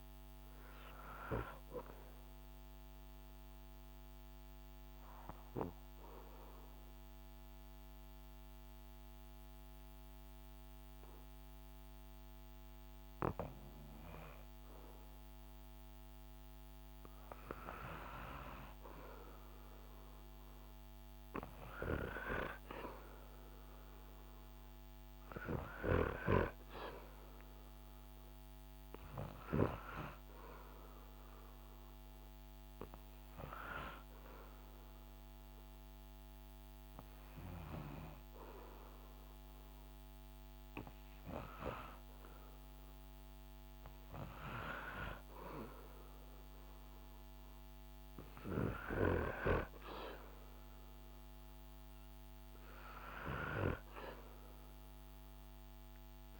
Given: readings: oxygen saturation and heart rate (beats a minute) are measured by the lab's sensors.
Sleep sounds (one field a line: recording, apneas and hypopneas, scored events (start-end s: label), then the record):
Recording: breathing in sleep by a microphone on the trachea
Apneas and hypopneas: 2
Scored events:
1.50-17.00 s: obstructive apnea (oxygen 98% before, 94% lowest, heart rate 73 before, 69 extreme, up 2 after)
19.00-23.00 s: arousal
27.00-41.00 s: hypopnea (oxygen 98% before, 94% lowest, heart rate 72 before, 71 extreme, up 6 after)
29.00-47.00 s: oxygen desaturation (device-marked, oxygen 98% before, 94% lowest, heart rate 73 before, 70 extreme)
48.50-53.50 s: arousal
From the record:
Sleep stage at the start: N2 (light sleep)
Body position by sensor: on the back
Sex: male